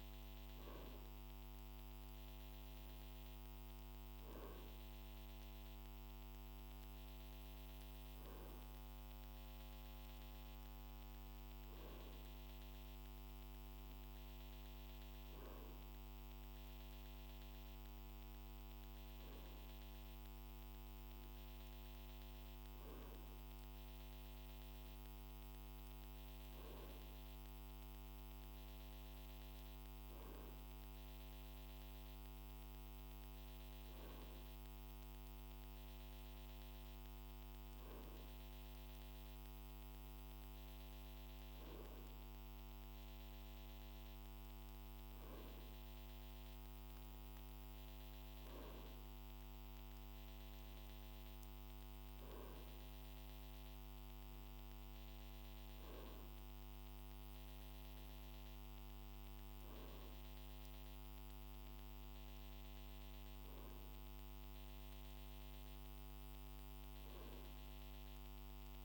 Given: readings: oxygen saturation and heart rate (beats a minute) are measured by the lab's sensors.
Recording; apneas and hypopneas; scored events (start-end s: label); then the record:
breathing in sleep, hard to hear, by a microphone on the trachea; none
none scored
From the record:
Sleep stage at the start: N2 (light sleep); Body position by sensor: on the right side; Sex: male